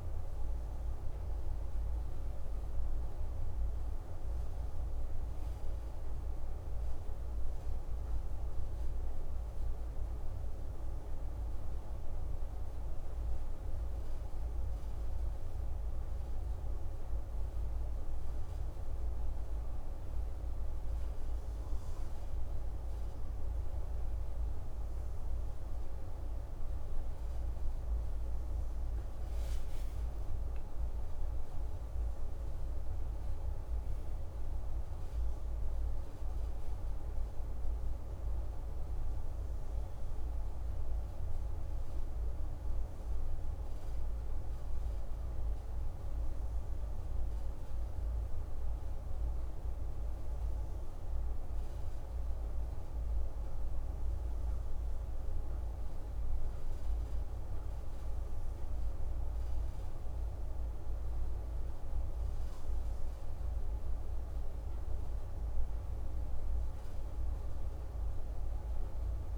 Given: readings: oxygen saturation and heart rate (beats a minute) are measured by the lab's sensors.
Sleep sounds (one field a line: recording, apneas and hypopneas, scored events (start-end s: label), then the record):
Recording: breathing in sleep, hard to hear, by a room microphone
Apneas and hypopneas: none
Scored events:
29.00-33.50 s: arousal
From the record:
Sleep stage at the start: N1 (lightest sleep)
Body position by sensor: on the back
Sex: male